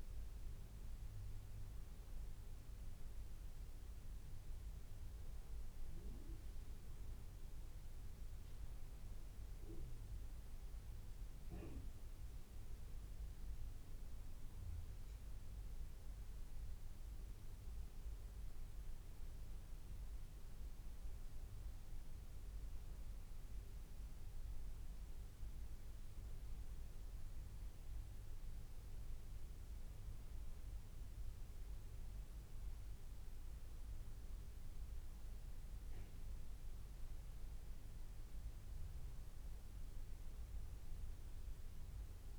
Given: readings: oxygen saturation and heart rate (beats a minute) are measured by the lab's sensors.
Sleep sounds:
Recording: breathing in sleep, hard to hear, by a room microphone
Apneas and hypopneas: none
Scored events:
none scored
From the record:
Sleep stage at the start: N2 (light sleep)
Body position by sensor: on the back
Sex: male

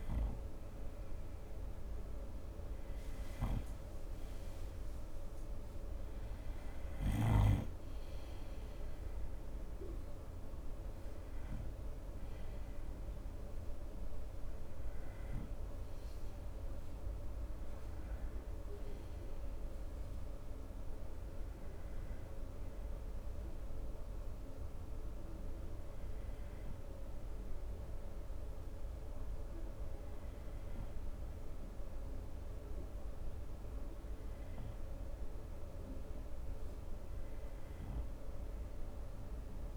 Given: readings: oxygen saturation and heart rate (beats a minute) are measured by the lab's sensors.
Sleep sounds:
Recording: breathing in sleep, hard to hear, by a room microphone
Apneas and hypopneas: none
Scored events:
none scored
From the record:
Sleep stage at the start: N2 (light sleep)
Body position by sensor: on the front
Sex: male

